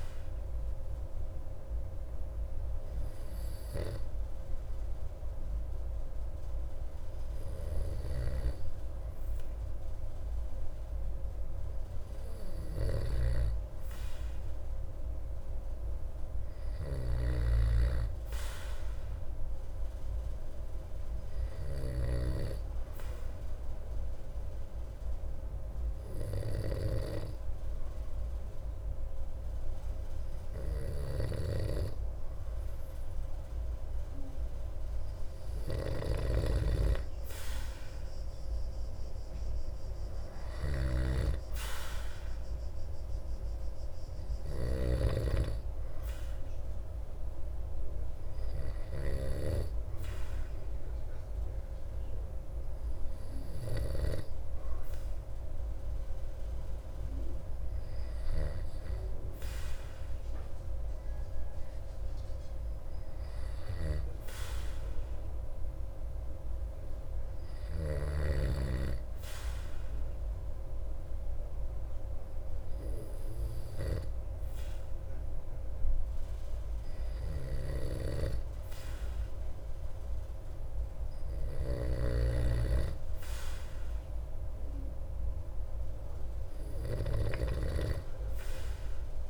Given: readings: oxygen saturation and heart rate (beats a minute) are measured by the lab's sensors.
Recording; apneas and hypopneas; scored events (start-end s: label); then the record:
breathing in sleep by a room microphone; 2
0.00-14.00 s: oxygen desaturation (device-marked, oxygen 94% lowest)
12.50-49.50 s: snoring (device-marked)
17.50-35.00 s: hypopnea (oxygen 98% before, 94% lowest)
38.50-42.00 s: arousal
66.00-79.50 s: hypopnea (oxygen 97% before, 95% lowest)
80.50-84.00 s: arousal
81.50-87.50 s: snoring (device-marked)
From the record:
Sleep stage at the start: N2 (light sleep); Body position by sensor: on the back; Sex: male